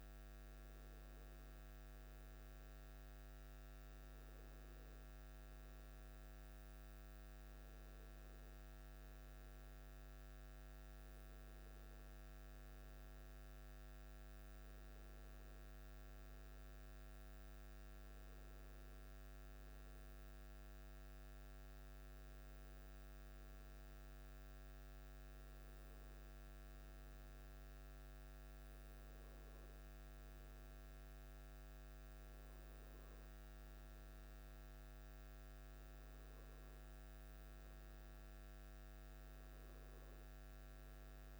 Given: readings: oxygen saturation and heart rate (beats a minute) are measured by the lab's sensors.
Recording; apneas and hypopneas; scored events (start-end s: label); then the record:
breathing in sleep, hard to hear, by a microphone on the trachea; none
none scored
From the record:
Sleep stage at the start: N1 (lightest sleep); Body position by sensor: on the back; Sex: male